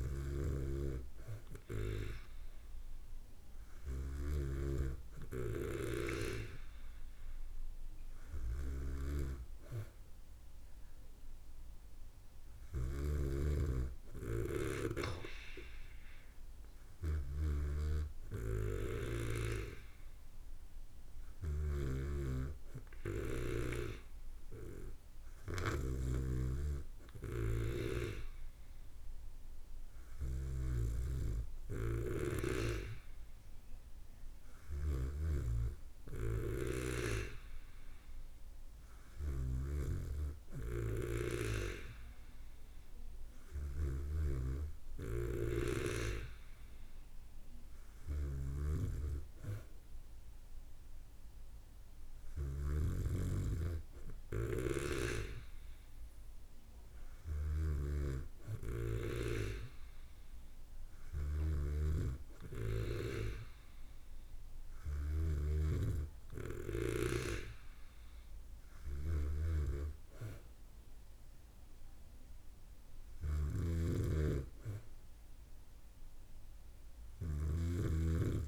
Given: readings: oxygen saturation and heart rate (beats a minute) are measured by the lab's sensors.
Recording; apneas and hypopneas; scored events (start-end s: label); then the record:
breathing in sleep by a room microphone; none
0.50-6.00 s: snoring (device-marked)
13.50-19.50 s: snoring (device-marked)
21.50-32.50 s: snoring (device-marked)
39.50-66.00 s: snoring (device-marked)
73.50-78.48 s: snoring (device-marked)
From the record:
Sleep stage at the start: N2 (light sleep); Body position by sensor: on the back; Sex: female